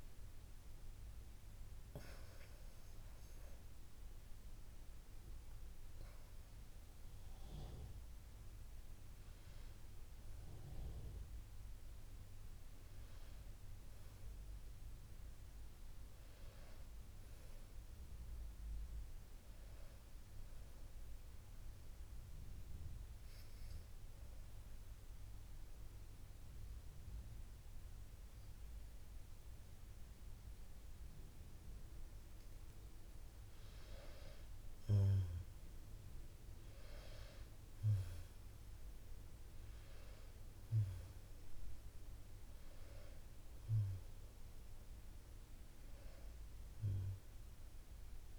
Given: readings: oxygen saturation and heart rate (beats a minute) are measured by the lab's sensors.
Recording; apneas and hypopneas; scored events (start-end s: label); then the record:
breathing in sleep by a room microphone; 1
0.00-1.50 s: oxygen desaturation (device-marked, oxygen 88% lowest, heart rate 54 extreme)
5.50-10.00 s: arousal
22.50-34.00 s: hypopnea (oxygen 99% before, 92% lowest, heart rate 60 before, 50 extreme, up 8 after)
27.50-48.39 s: new sleep stage, N2 (light sleep)
36.00-41.00 s: arousal
From the record:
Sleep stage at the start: N1 (lightest sleep); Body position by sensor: on the back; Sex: female